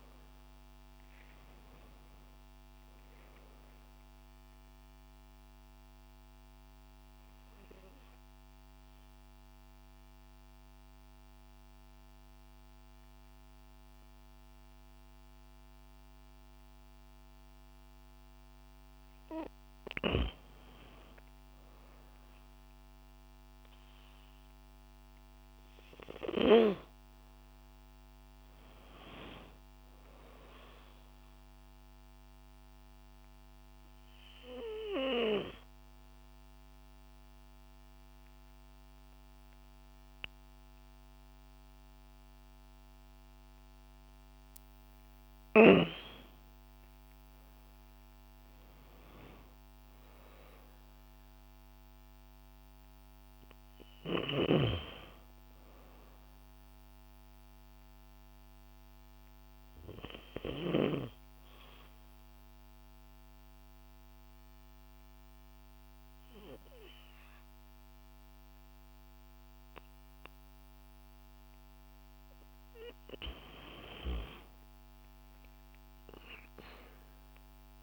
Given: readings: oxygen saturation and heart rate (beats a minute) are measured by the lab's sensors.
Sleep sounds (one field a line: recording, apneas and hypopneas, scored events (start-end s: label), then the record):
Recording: breathing in sleep by a microphone on the trachea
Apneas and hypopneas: 3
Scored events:
1.00-4.00 s: arousal
4.50-18.50 s: obstructive apnea (oxygen 97% before, 92% lowest, heart rate 125 before, 117 extreme)
21.00-23.50 s: arousal
29.50-48.50 s: oxygen desaturation (device-marked, oxygen 96% before, 92% lowest, heart rate 155 before, 53 extreme)
31.50-44.00 s: obstructive apnea (oxygen 96% before, 92% lowest, heart rate 160 before, 53 extreme, up 13 after)
47.00-51.00 s: arousal
61.50-72.00 s: obstructive apnea (oxygen 96% before, 91% lowest, heart rate 134 before, 49 extreme, up 44 after)
73.50-77.00 s: arousal
From the record:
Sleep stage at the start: N2 (light sleep)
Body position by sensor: on the back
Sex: female